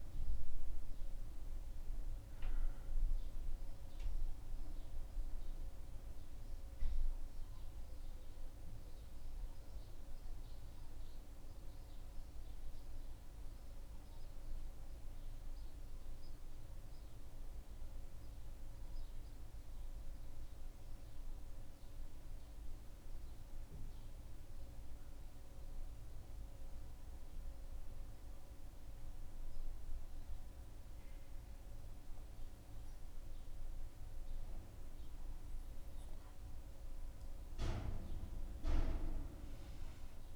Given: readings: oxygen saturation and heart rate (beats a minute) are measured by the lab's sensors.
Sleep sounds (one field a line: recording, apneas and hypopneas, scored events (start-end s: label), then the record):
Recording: breathing in sleep, hard to hear, by a room microphone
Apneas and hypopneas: 1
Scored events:
8.50-35.50 s: central apnea (oxygen 98% before, 93% lowest, heart rate 75 before, 74 extreme, up 1 after)
33.00-40.00 s: oxygen desaturation (device-marked, oxygen 97% before, 94% lowest, heart rate 76 before, 75 extreme)
From the record:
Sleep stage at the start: N2 (light sleep)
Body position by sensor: on the back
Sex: male